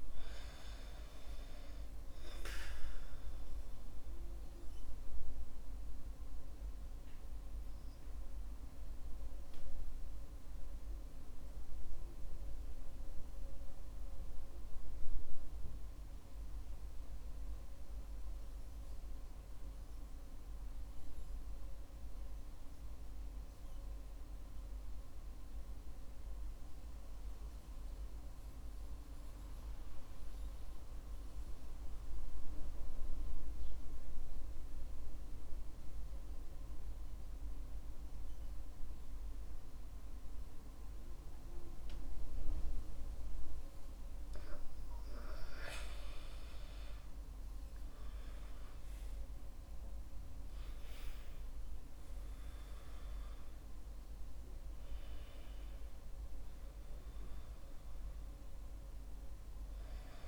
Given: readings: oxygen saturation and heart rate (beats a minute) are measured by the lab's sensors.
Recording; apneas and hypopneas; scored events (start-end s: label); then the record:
breathing in sleep, hard to hear, by a room microphone; 1
8.50-44.50 s: mixed apnea (oxygen 98% before, 89% lowest, heart rate 63 before, 49 extreme, up 15 after)
15.50-28.50 s: oxygen desaturation (device-marked, oxygen 97% before, 89% lowest, heart rate 60 before, 49 extreme)
49.50-53.50 s: arousal
From the record:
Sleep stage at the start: REM sleep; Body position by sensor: on the back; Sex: male